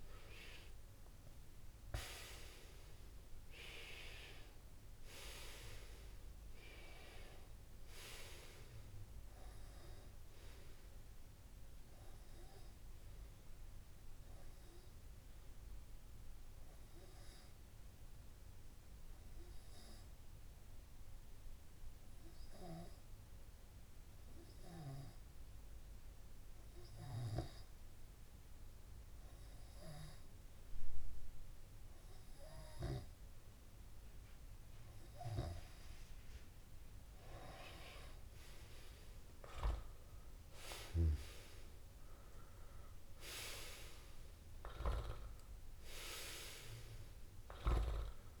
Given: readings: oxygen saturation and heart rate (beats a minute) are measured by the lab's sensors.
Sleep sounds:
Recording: breathing in sleep by a room microphone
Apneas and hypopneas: 1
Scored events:
0.00-1.50 s: arousal
14.50-35.50 s: hypopnea (oxygen 99% before, 96% lowest)
40.50-45.50 s: arousal
From the record:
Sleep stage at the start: N2 (light sleep)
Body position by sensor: on the back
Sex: male

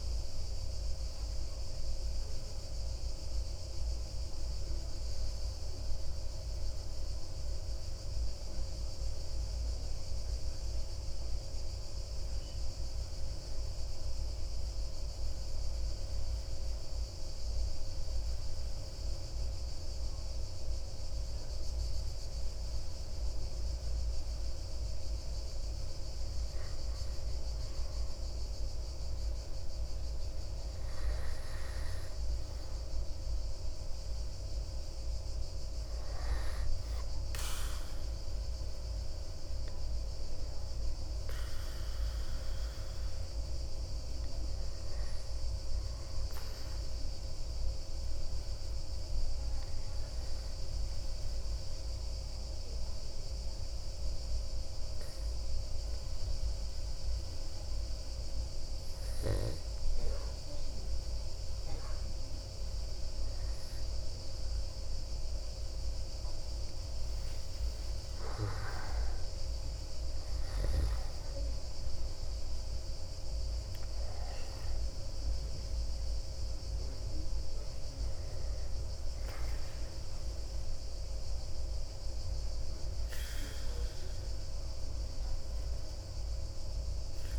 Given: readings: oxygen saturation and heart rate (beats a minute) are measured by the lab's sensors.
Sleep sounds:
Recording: breathing in sleep, hard to hear, by a room microphone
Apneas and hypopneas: 2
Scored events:
0.00-15.00 s: oxygen desaturation (device-marked, oxygen 98% before, 94% lowest)
16.50-28.00 s: mixed apnea (oxygen 98% before, 94% lowest)
30.00-34.00 s: arousal
46.00-63.00 s: obstructive apnea (oxygen 98% before, 94% lowest)
64.50-69.50 s: arousal
68.00-87.39 s: oxygen desaturation (device-marked, oxygen 98% before, 94% lowest)
From the record:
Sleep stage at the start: N2 (light sleep)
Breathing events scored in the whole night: 169 in 4.5 hours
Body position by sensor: on the back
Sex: male

